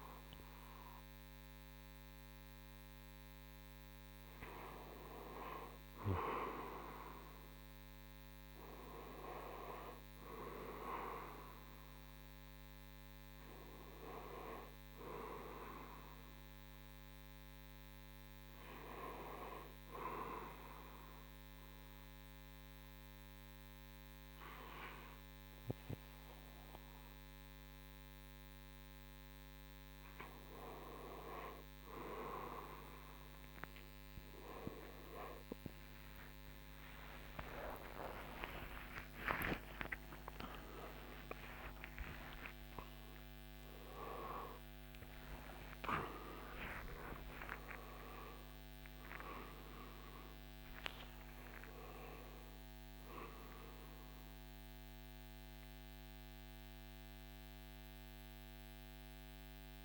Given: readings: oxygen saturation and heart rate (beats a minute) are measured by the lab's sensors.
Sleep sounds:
a person partly awake in a sleep study, by a microphone on the trachea; none
9.50-27.50 s: drop in pulse transit time (device-marked, heart rate 71 before, 72 extreme)
30.50-59.85 s: new sleep stage, awake
43.50-53.50 s: drop in pulse transit time (device-marked, heart rate 85 before, 110 extreme)
From the record:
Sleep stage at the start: N2 (light sleep); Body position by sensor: on the right side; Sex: male

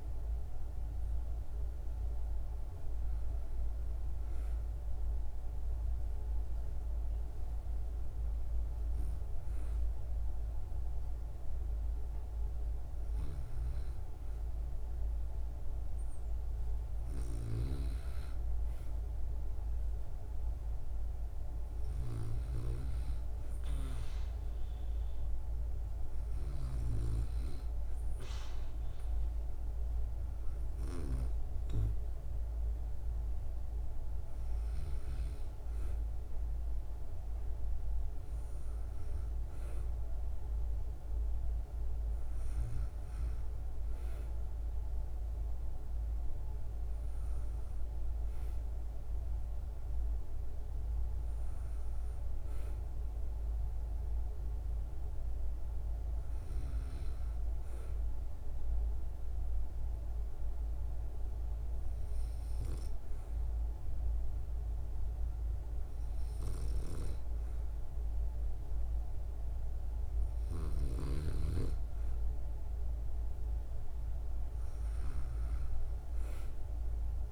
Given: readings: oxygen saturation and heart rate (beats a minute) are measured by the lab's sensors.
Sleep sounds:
breathing in sleep by a room microphone; none
none scored
From the record:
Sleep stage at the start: N2 (light sleep); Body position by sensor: on the back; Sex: female

